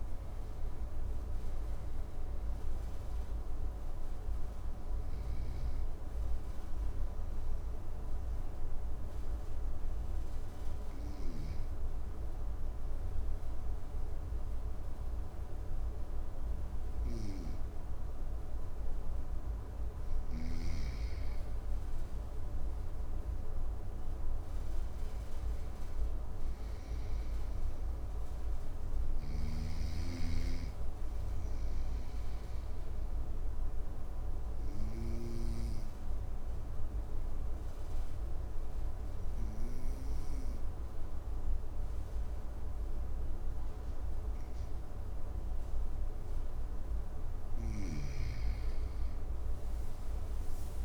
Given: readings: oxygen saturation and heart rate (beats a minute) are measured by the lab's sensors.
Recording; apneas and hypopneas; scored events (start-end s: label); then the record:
breathing in sleep by a room microphone; 2
3.00-19.00 s: obstructive apnea (oxygen 99% before, 95% lowest, heart rate 67 before, 56 extreme, up 5 after)
4.50-11.00 s: snoring (device-marked)
21.00-25.00 s: arousal
30.00-46.00 s: obstructive apnea (oxygen 100% before, 95% lowest, heart rate 58 before, 56 extreme, up 6 after)
49.00-50.85 s: arousal
From the record:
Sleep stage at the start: N2 (light sleep); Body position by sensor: on the front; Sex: male